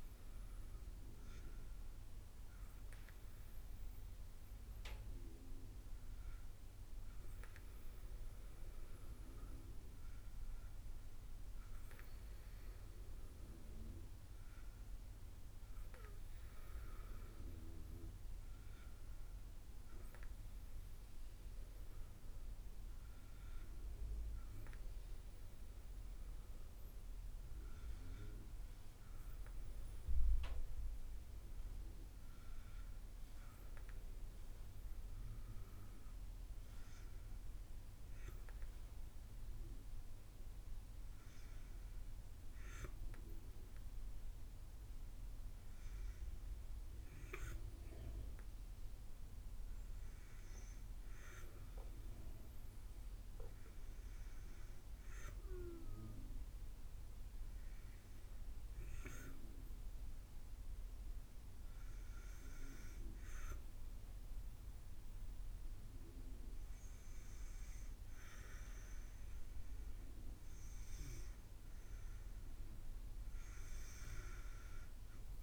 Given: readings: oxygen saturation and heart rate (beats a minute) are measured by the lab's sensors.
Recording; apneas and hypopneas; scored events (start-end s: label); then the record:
breathing in sleep by a room microphone; none
none scored
From the record:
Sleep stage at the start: N2 (light sleep); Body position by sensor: on the back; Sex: female